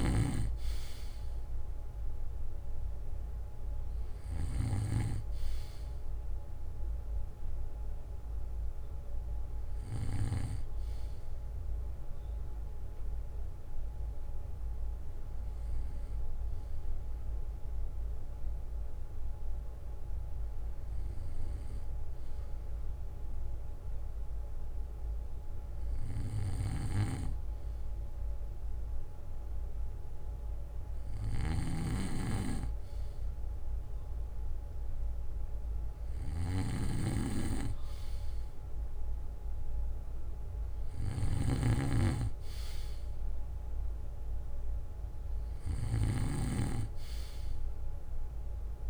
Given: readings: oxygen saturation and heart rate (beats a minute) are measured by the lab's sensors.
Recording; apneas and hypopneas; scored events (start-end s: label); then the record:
breathing in sleep by a room microphone; none
5.50-20.50 s: oxygen desaturation (device-marked, oxygen 97% before, 93% lowest, heart rate 61 before, 55 extreme)
11.50-13.50 s: bradycardia (device-marked, heart rate 63 before, 59 extreme)
31.00-48.90 s: snoring (device-marked)
From the record:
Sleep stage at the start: N2 (light sleep); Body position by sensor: on the back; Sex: male